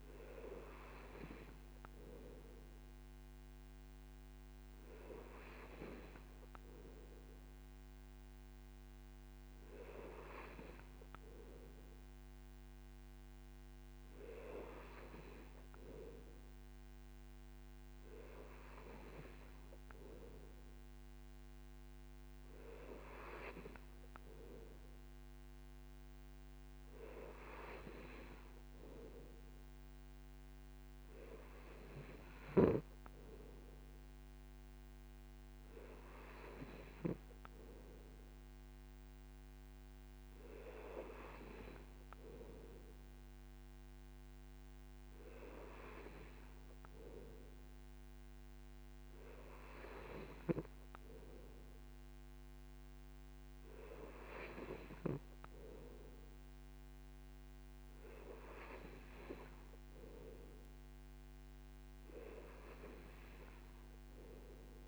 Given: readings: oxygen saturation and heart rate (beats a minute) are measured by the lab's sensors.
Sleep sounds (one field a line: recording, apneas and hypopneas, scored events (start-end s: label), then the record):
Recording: breathing in sleep by a microphone on the trachea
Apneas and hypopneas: none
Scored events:
none scored
From the record:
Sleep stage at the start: N2 (light sleep)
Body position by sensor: on the right side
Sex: male